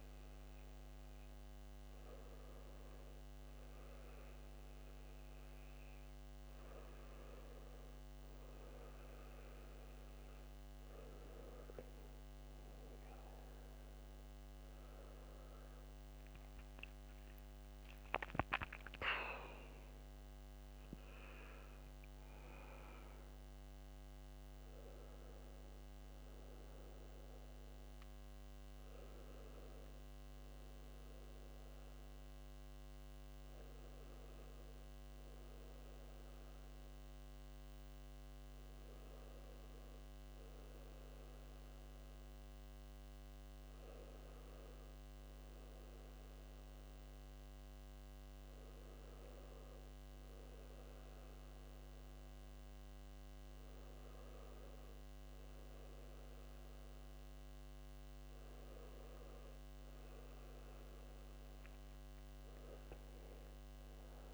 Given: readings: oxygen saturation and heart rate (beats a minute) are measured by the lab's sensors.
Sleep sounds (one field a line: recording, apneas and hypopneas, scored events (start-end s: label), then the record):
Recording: breathing in sleep, hard to hear, by a microphone on the trachea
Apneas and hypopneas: none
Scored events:
16.00-21.00 s: arousal
From the record:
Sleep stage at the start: N2 (light sleep)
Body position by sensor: on the back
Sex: male